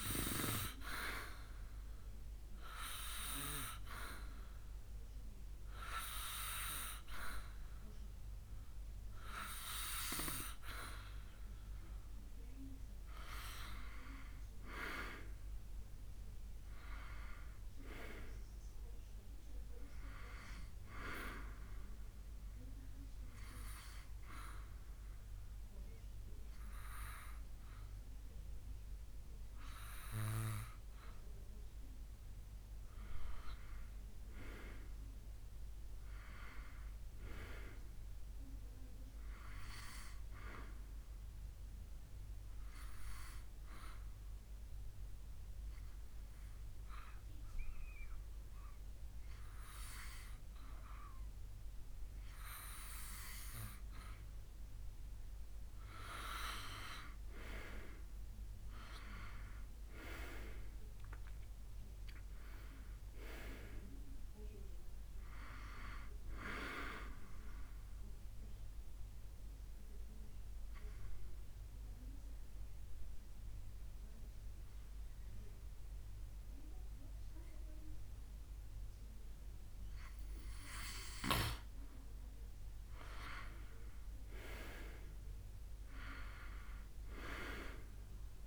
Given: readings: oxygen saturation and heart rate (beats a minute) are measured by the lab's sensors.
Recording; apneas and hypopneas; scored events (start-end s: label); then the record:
breathing in sleep by a room microphone; 4
1.50-11.50 s: obstructive apnea (oxygen 96% before, 92% lowest, heart rate 72 before, 72 extreme, up 8 after)
13.00-16.50 s: arousal
22.00-32.00 s: obstructive apnea (oxygen 96% before, 92% lowest, heart rate 76 before, 71 extreme, up 7 after)
35.00-38.50 s: arousal
41.50-54.00 s: obstructive apnea (oxygen 94% before, 93% lowest, heart rate 75 before, 70 extreme, up 8 after)
57.50-62.00 s: arousal
67.50-80.00 s: obstructive apnea (oxygen 95% before, 93% lowest, heart rate 75 before, 69 extreme, up 7 after)
82.50-86.00 s: arousal
From the record:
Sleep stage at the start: N2 (light sleep); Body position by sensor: on the back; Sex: male